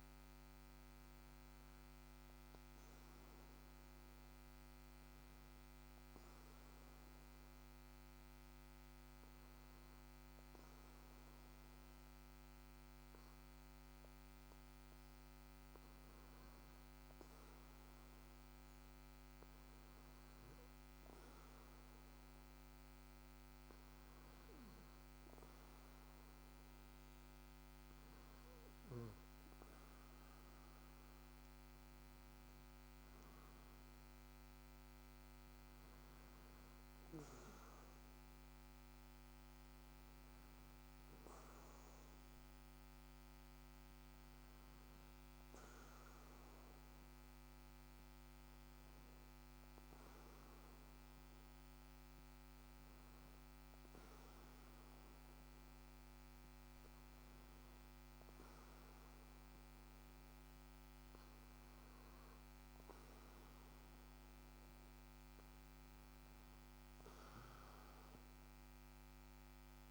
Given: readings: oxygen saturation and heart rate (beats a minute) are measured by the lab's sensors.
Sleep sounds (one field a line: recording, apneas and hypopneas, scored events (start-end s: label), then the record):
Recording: breathing in sleep, hard to hear, by a microphone on the trachea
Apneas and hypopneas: 1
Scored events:
5.50-29.50 s: hypopnea (oxygen 95% before, 93% lowest, heart rate 58 before, 57 extreme, up 0 after)
31.00-35.50 s: arousal
61.50-65.50 s: arousal
From the record:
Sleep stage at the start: REM sleep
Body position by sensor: on the back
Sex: male